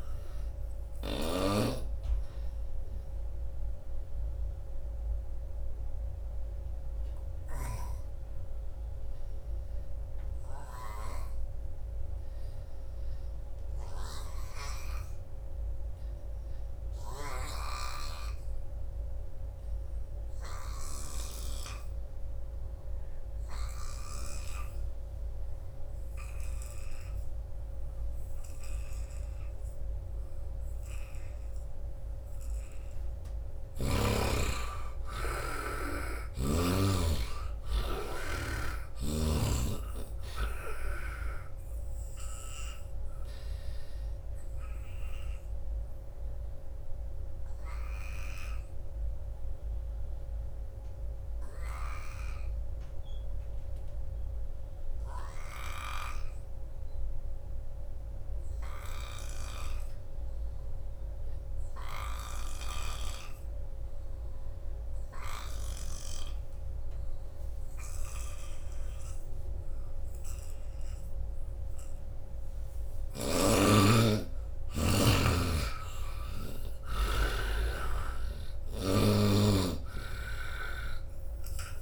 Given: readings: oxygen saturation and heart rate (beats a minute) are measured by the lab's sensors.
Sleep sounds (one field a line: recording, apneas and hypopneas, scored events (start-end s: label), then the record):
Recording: breathing in sleep by a room microphone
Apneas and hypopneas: 2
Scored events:
0.00-1.00 s: snoring (device-marked)
0.00-21.00 s: oxygen desaturation (device-marked, oxygen 71% lowest, heart rate 59 extreme)
2.00-32.00 s: obstructive apnea (oxygen 96% before, 71% lowest, heart rate 71 before, 74 extreme, up 4 after)
17.00-24.00 s: snoring (device-marked)
23.00-58.00 s: oxygen desaturation (device-marked, oxygen 97% before, 74% lowest, heart rate 87 before, 74 extreme)
34.00-38.00 s: arousal
41.50-72.00 s: obstructive apnea (oxygen 97% before, 74% lowest, heart rate 80 before, 78 extreme, up 6 after)
51.50-55.50 s: snoring (device-marked)
60.00-81.82 s: oxygen desaturation (device-marked, oxygen 97% before, 75% lowest, heart rate 84 before, 75 extreme)
62.00-66.00 s: snoring (device-marked)
73.50-75.50 s: arousal
From the record:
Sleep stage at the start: N2 (light sleep)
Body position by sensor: on the right side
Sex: male